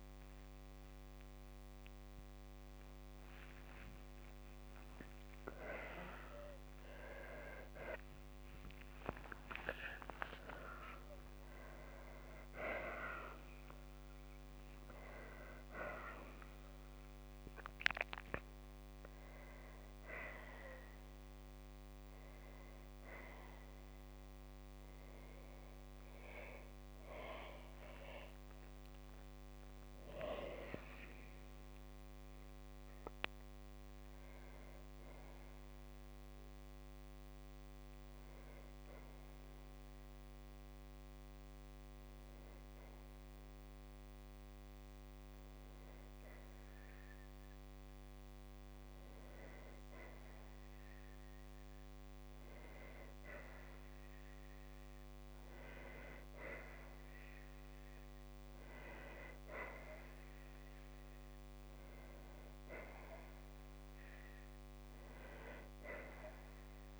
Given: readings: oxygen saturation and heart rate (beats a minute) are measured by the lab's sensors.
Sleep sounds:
a person awake in a sleep study, by a microphone on the trachea; 1
0.00-2.00 s: long interval between heartbeats (device-marked, heart rate 68 before, 85 extreme)
3.50-5.50 s: long interval between heartbeats (device-marked, heart rate 72 before, 66 extreme)
9.00-11.00 s: long interval between heartbeats (device-marked, heart rate 73 before, 82 extreme)
35.50-49.50 s: obstructive apnea (oxygen 98% before, 93% lowest, heart rate 63 before, 55 extreme, up 1 after)
37.50-67.00 s: new sleep stage, N2 (light sleep)
52.00-55.50 s: arousal
From the record:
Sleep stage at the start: awake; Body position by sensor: on the right side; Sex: female

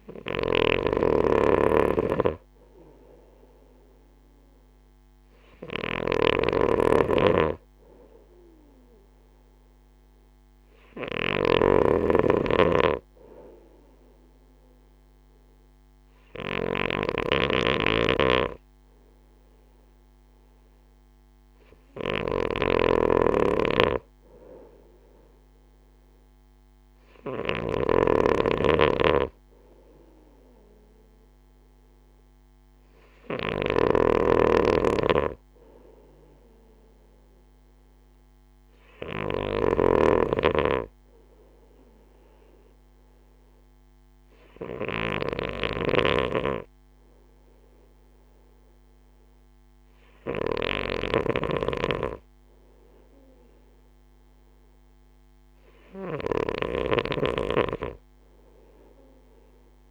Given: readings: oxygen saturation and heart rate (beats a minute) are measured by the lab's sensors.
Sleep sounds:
breathing in sleep by a microphone on the trachea; none
0.00-59.91 s: snoring (device-marked)
From the record:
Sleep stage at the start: N2 (light sleep); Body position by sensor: on the right side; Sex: male

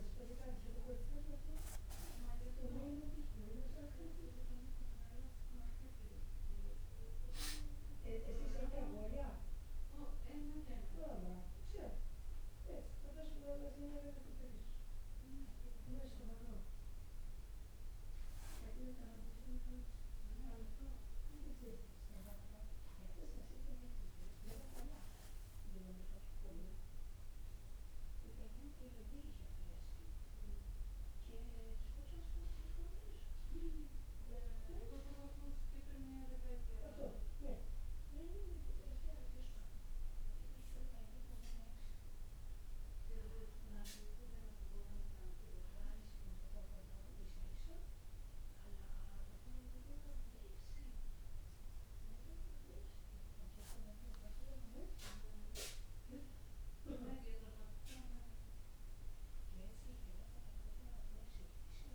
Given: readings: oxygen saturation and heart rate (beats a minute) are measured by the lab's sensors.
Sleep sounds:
breathing in sleep by a room microphone; none
5.50-9.00 s: arousal
From the record:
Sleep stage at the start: N1 (lightest sleep); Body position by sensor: on the back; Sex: male

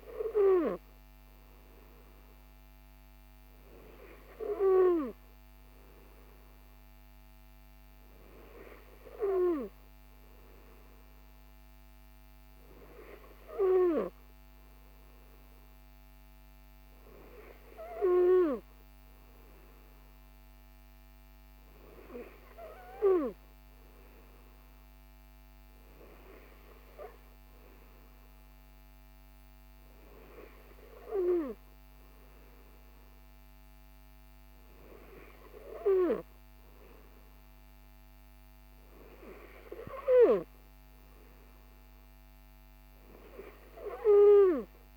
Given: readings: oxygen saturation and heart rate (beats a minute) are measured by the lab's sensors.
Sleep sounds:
breathing in sleep by a microphone on the trachea; none
none scored
From the record:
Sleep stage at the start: N3 (deep sleep); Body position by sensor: on the right side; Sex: male

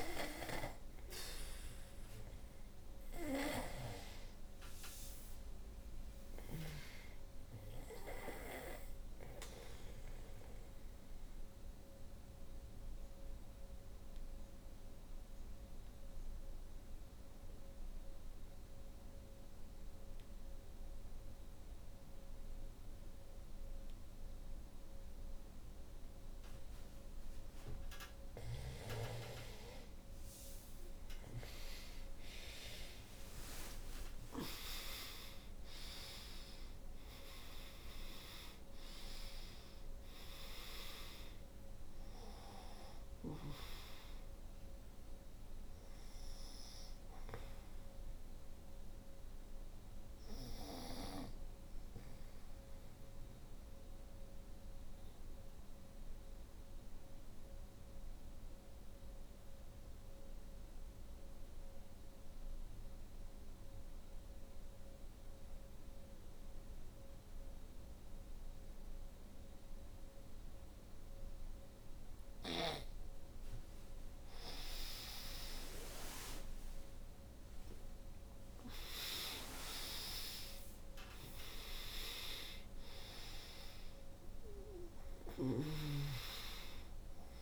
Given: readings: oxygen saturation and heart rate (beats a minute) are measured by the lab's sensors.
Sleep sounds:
breathing in sleep by a room microphone; 2
6.50-27.50 s: oxygen desaturation (device-marked, oxygen 94% before, 83% lowest, heart rate 64 before, 53 extreme)
8.50-27.00 s: obstructive apnea (oxygen 96% before, 83% lowest, heart rate 65 before, 53 extreme, up 31 after)
29.50-33.50 s: arousal
39.50-66.50 s: oxygen desaturation (device-marked, oxygen 95% before, 84% lowest, heart rate 71 before, 53 extreme)
49.00-71.00 s: obstructive apnea (oxygen 95% before, 81% lowest, heart rate 71 before, 51 extreme, up 10 after)
74.00-79.50 s: arousal
78.50-87.42 s: oxygen desaturation (device-marked, oxygen 97% before, 81% lowest, heart rate 61 before, 50 extreme)
From the record:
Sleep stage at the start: N2 (light sleep); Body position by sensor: on the back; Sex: female

